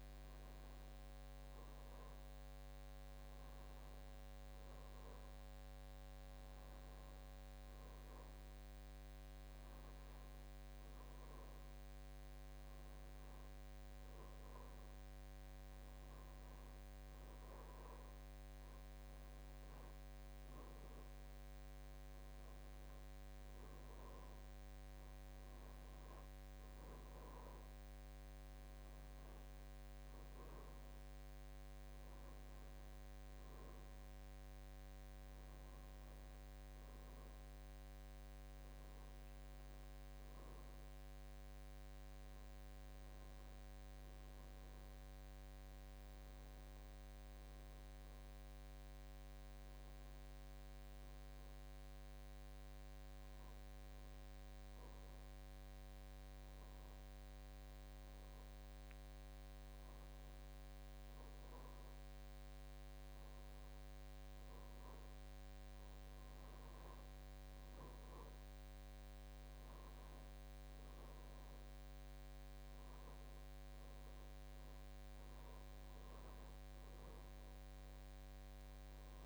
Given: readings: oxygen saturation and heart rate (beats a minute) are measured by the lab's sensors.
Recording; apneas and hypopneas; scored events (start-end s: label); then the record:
breathing in sleep, hard to hear, by a microphone on the trachea; none
none scored
From the record:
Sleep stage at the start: N2 (light sleep); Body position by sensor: on the back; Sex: male